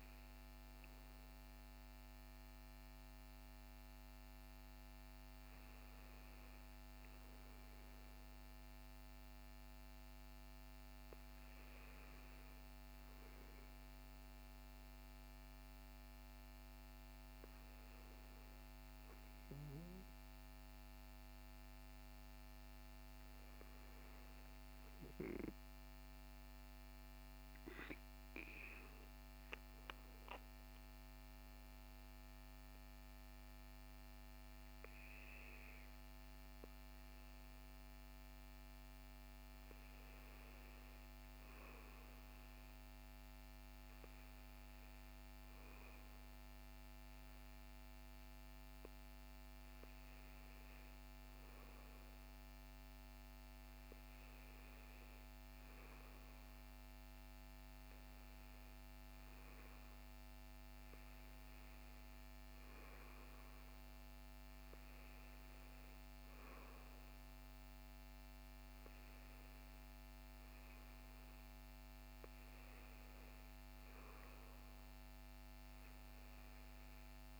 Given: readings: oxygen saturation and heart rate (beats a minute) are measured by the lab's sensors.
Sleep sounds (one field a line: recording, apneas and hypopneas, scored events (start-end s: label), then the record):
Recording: breathing in sleep, hard to hear, by a microphone on the trachea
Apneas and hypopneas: none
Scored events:
none scored
From the record:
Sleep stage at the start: REM sleep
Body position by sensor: on the back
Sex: male